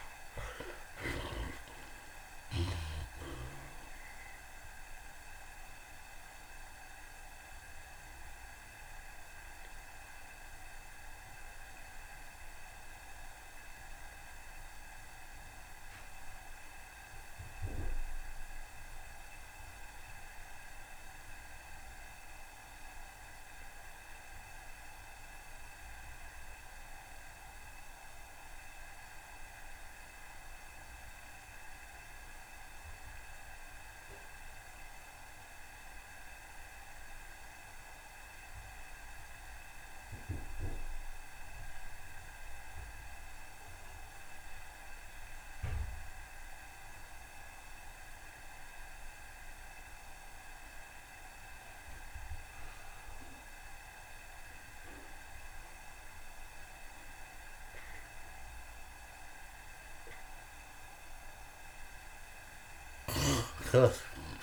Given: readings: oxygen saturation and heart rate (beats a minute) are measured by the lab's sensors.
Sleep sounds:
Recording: breathing in sleep, hard to hear, by a room microphone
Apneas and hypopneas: 1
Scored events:
0.00-17.00 s: oxygen desaturation (device-marked, oxygen 55% lowest, heart rate 66 extreme)
6.50-60.00 s: mixed apnea (oxygen 62% before, 55% lowest, heart rate 88 before, 66 extreme)
8.50-10.50 s: long interval between heartbeats (device-marked, heart rate 88 before, 83 extreme)
19.00-64.43 s: oxygen desaturation (device-marked, oxygen 87% before, 55% lowest, heart rate 81 before, 52 extreme)
60.00-64.43 s: tachycardia (device-marked, heart rate 80 before, 146 extreme)
61.50-63.50 s: long interval between heartbeats (device-marked, heart rate 79 before, 90 extreme)
63.00-64.43 s: arousal
From the record:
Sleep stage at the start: N2 (light sleep)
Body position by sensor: on the right side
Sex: male

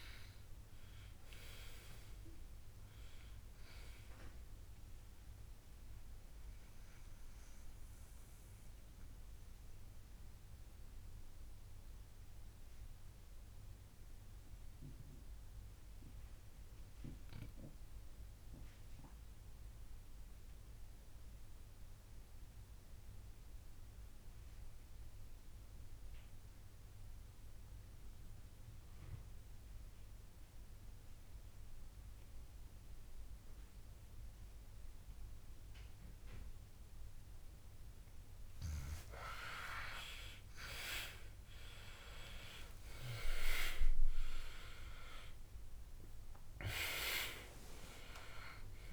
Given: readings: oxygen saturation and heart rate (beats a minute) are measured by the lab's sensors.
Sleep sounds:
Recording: breathing in sleep by a room microphone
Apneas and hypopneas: 1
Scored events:
0.00-11.00 s: oxygen desaturation (device-marked, oxygen 93% lowest, heart rate 56 extreme)
5.50-40.00 s: mixed apnea (oxygen 98% before, 92% lowest, heart rate 71 before, 56 extreme, up 21 after)
41.00-46.00 s: arousal
44.00-48.92 s: oxygen desaturation (device-marked, oxygen 98% before, 92% lowest, heart rate 62 before, 57 extreme)
From the record:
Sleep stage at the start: N2 (light sleep)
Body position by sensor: on the back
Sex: male

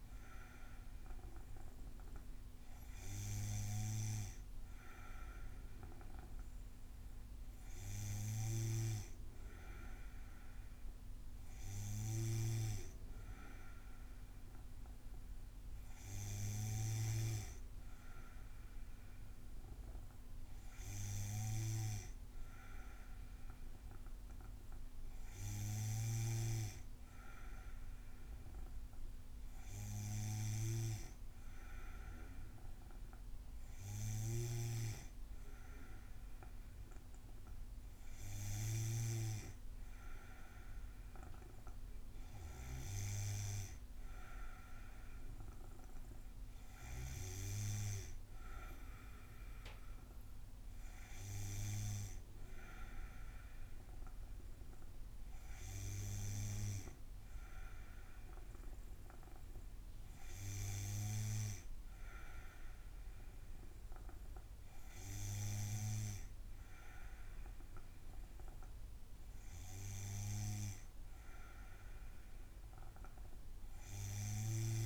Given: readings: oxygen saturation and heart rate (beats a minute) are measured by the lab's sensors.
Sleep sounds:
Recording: breathing in sleep by a room microphone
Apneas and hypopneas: none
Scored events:
34.00-39.00 s: snoring (device-marked)
From the record:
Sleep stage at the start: N2 (light sleep)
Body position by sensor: on the back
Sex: female

